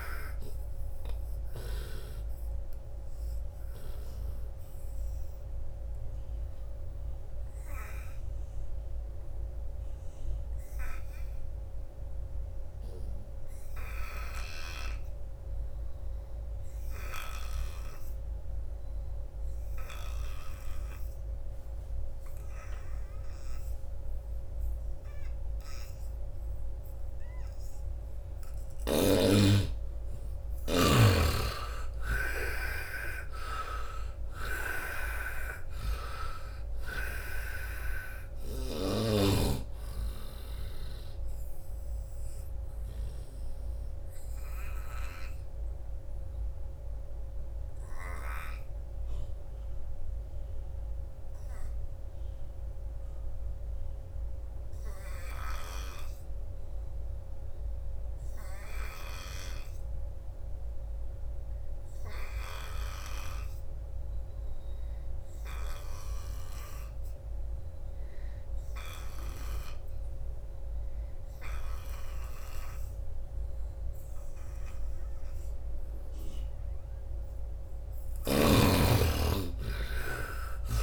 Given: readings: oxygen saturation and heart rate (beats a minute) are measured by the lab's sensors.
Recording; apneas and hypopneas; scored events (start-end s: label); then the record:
breathing in sleep by a room microphone; 2
0.00-2.00 s: snoring (device-marked)
0.00-19.50 s: oxygen desaturation (device-marked, oxygen 73% lowest, heart rate 73 extreme)
2.50-26.50 s: obstructive apnea (oxygen 97% before, 73% lowest, heart rate 79 before, 79 extreme, up 2 after)
14.00-17.50 s: snoring (device-marked)
28.50-32.00 s: arousal
30.50-49.50 s: oxygen desaturation (device-marked, oxygen 95% before, 74% lowest, heart rate 83 before, 73 extreme)
42.50-76.50 s: obstructive apnea (oxygen 95% before, 72% lowest, heart rate 85 before, 73 extreme, up 13 after)
62.50-80.83 s: oxygen desaturation (device-marked, oxygen 99% before, 72% lowest, heart rate 86 before, 73 extreme)
78.00-80.83 s: arousal
78.00-80.83 s: snoring (device-marked)
From the record:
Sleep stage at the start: N2 (light sleep); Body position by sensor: on the right side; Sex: male